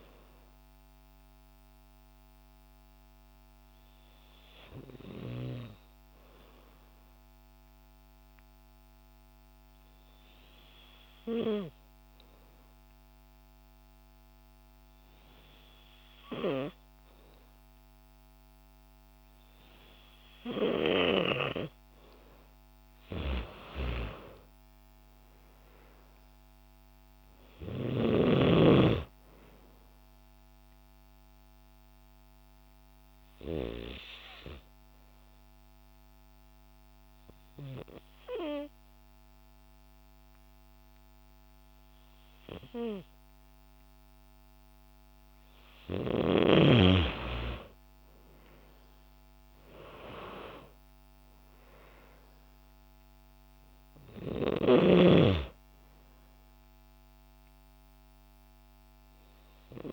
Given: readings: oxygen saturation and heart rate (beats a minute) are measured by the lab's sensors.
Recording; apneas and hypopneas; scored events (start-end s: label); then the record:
breathing in sleep by a microphone on the trachea; 2
0.00-11.00 s: oxygen desaturation (device-marked, oxygen 92% lowest, heart rate 54 extreme)
0.50-19.50 s: hypopnea (oxygen 97% before, 91% lowest, heart rate 60 before, 53 extreme, up 28 after)
22.00-26.50 s: arousal
31.00-44.00 s: obstructive apnea (oxygen 97% before, 91% lowest, heart rate 63 before, 53 extreme, up 9 after)
47.50-51.00 s: arousal
54.00-59.93 s: oxygen desaturation (device-marked, oxygen 96% before, 91% lowest, heart rate 57 before, 53 extreme)
From the record:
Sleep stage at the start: N2 (light sleep); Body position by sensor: on the back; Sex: female